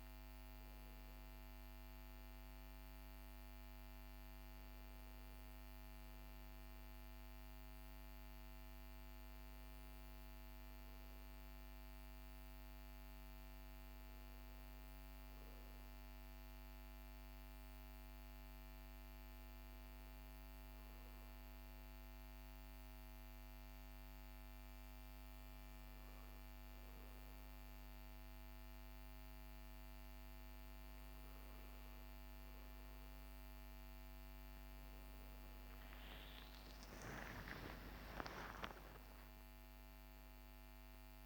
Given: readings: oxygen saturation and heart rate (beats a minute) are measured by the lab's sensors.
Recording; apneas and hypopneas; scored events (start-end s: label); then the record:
breathing in sleep, hard to hear, by a microphone on the trachea; 1
0.00-2.50 s: arousal
18.50-33.50 s: obstructive apnea (oxygen 97% before, 95% lowest, heart rate 66 before, 50 extreme, up 29 after)
35.50-41.00 s: arousal
From the record:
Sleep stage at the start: REM sleep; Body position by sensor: on the back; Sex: male